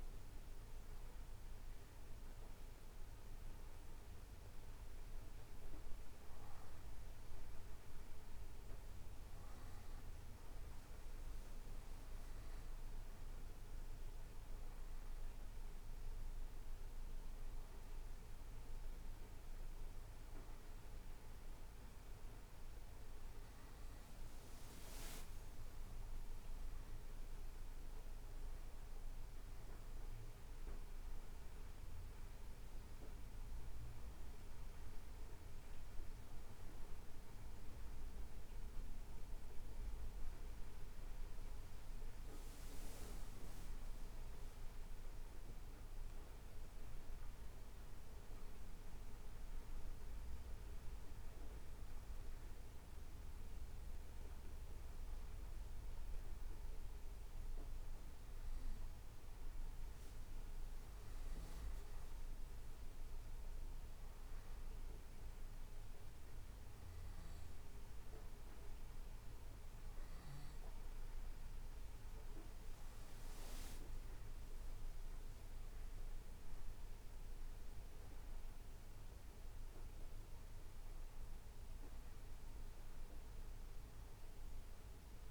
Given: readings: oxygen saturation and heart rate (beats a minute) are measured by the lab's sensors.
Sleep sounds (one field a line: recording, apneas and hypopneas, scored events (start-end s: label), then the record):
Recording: breathing in sleep, hard to hear, by a room microphone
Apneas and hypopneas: none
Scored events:
none scored
From the record:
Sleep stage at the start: N2 (light sleep)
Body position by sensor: on the right side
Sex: male